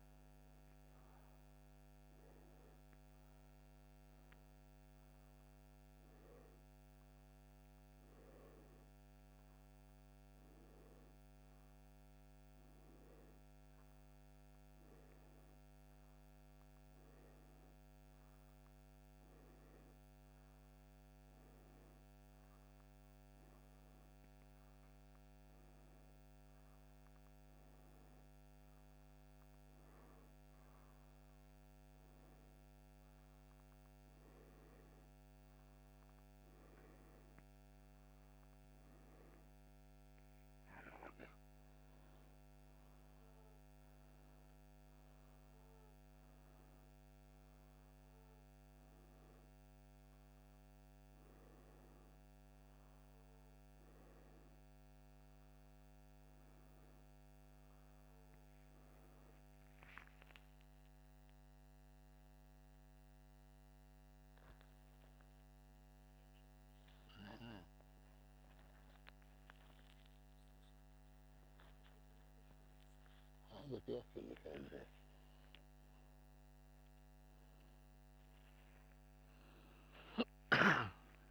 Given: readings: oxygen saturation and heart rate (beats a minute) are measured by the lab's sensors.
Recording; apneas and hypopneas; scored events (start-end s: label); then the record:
a person awake in a sleep study, by a microphone on the trachea; none
none scored
From the record:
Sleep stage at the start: awake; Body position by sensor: upright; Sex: male